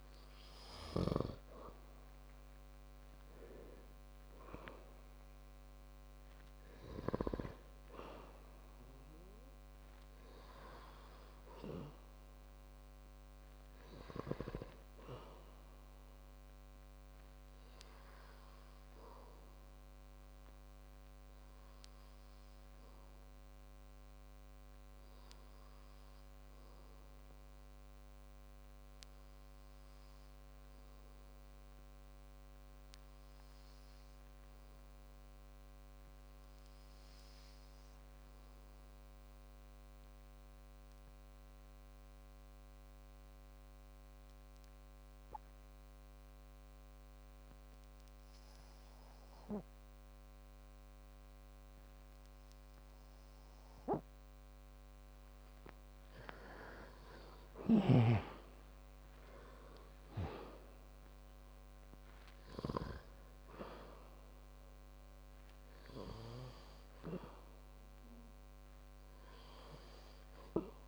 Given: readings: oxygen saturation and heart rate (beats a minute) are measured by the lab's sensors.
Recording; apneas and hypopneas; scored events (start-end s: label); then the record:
breathing in sleep by a microphone on the trachea; 1
0.00-4.00 s: arousal
35.50-38.50 s: arousal
41.50-56.50 s: obstructive apnea (oxygen 98% before, 92% lowest, heart rate 55 before, 50 extreme, up 21 after)
60.00-63.50 s: arousal
From the record:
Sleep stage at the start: N2 (light sleep); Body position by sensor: on the back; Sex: male